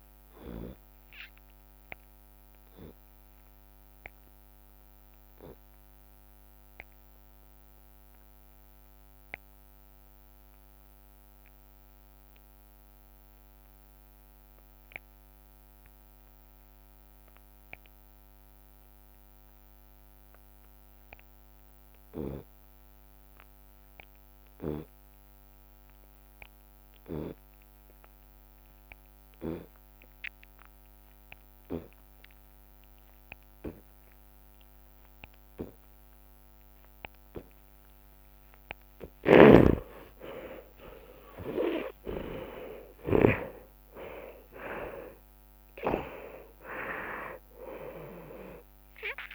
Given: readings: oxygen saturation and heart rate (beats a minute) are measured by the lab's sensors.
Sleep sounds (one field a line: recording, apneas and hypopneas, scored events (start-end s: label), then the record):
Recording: breathing in sleep by a microphone on the trachea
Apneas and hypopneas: 1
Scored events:
0.00-11.50 s: drop in pulse transit time (device-marked)
1.00-38.50 s: obstructive apnea (oxygen 97% before, 73% lowest)
4.50-6.50 s: long interval between heartbeats (device-marked)
12.00-14.00 s: long interval between heartbeats (device-marked)
15.50-29.50 s: oxygen desaturation (device-marked, oxygen 95% before, 76% lowest)
16.50-26.50 s: drop in pulse transit time (device-marked)
25.50-27.50 s: long interval between heartbeats (device-marked)
30.00-32.00 s: long interval between heartbeats (device-marked, heart rate 33 before, 69 extreme)
32.50-34.50 s: long interval between heartbeats (device-marked, heart rate 40 before, 70 extreme)
37.50-39.50 s: long interval between heartbeats (device-marked, heart rate 53 before, 74 extreme)
37.50-47.50 s: drop in pulse transit time (device-marked)
39.00-43.50 s: snoring (device-marked)
40.50-44.00 s: arousal
From the record:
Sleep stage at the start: N2 (light sleep)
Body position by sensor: on the left side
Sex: male